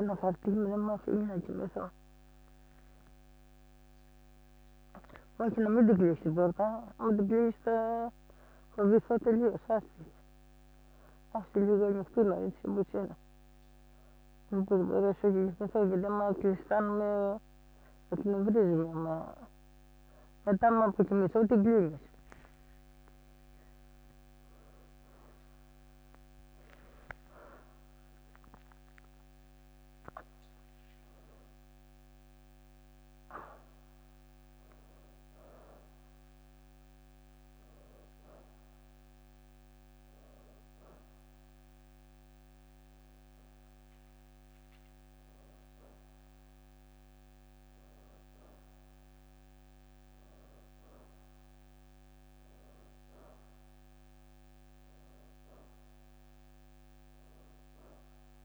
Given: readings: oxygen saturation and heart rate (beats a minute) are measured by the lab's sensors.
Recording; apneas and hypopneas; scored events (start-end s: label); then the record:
a person awake in a sleep study, by a microphone on the trachea; none
0.00-1.50 s: leg movement (device-marked)
7.00-9.00 s: leg movement (device-marked)
13.00-14.50 s: leg movement (device-marked)
26.50-28.00 s: leg movement (device-marked)
29.00-33.00 s: leg movement (device-marked)
30.50-40.50 s: oxygen desaturation (device-marked, oxygen 95% before, 92% lowest, heart rate 101 before, 85 extreme)
45.50-58.45 s: new sleep stage, N1 (lightest sleep)
46.00-48.50 s: leg movement (device-marked)
From the record:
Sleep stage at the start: awake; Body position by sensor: on the back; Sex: female